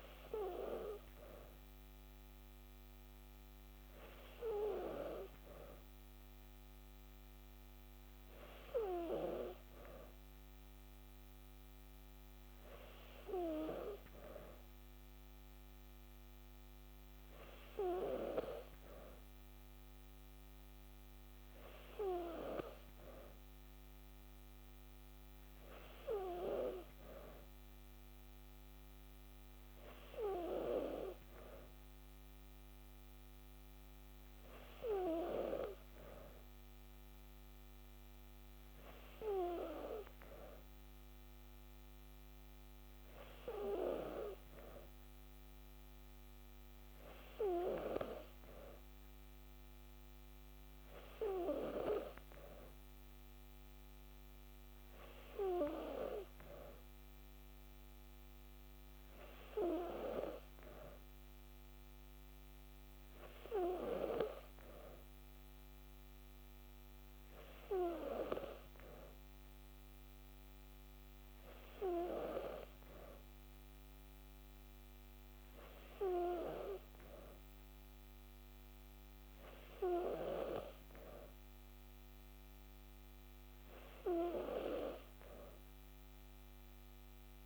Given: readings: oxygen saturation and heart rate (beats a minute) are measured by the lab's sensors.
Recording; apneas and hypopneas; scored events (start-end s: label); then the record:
breathing in sleep by a microphone on the trachea; none
84.00-87.45 s: new sleep stage, N2 (light sleep)
From the record:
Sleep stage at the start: N3 (deep sleep); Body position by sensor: on the back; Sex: female